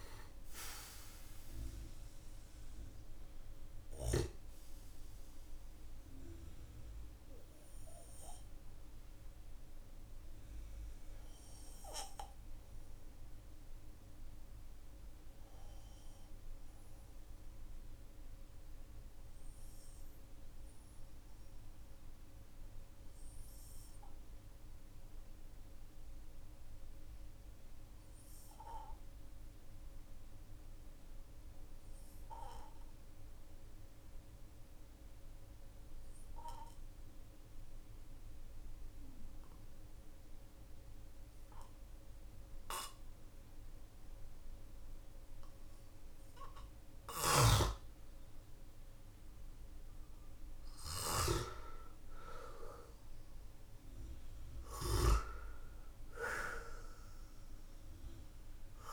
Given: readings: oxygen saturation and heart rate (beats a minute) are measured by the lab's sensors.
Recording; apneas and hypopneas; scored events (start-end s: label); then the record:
breathing in sleep by a room microphone; 1
0.00-32.00 s: oxygen desaturation (device-marked, oxygen 92% lowest, heart rate 43 extreme)
6.00-49.50 s: obstructive apnea (oxygen 99% before, 92% lowest, heart rate 54 before, 43 extreme, up 7 after)
46.00-58.93 s: oxygen desaturation (device-marked, oxygen 99% before, 92% lowest, heart rate 50 before, 45 extreme)
50.50-55.50 s: arousal
From the record:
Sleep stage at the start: N2 (light sleep); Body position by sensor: on the back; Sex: male